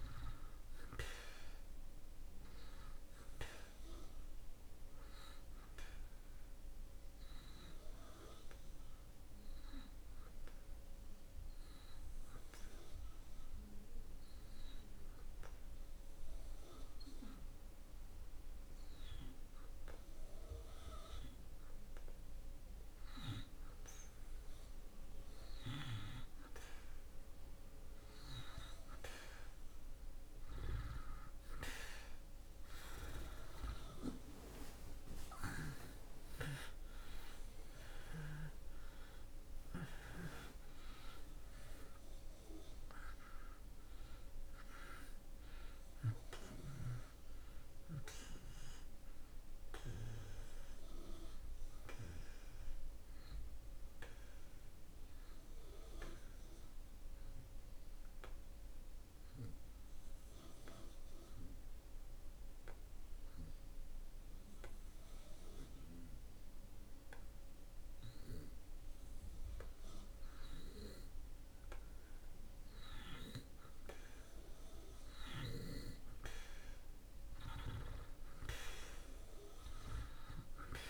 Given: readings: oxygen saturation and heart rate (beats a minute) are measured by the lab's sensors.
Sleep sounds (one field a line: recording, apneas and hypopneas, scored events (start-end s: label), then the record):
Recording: breathing in sleep by a room microphone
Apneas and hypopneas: 2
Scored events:
0.00-18.50 s: oxygen desaturation (device-marked, oxygen 84% lowest)
7.00-25.50 s: hypopnea (oxygen 94% before, 84% lowest)
27.50-33.50 s: arousal
33.50-45.50 s: oxygen desaturation (device-marked, oxygen 93% before, 86% lowest)
53.50-71.00 s: obstructive apnea (oxygen 93% before, 83% lowest)
73.50-79.00 s: arousal
From the record:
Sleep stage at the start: N2 (light sleep)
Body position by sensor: on the back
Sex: male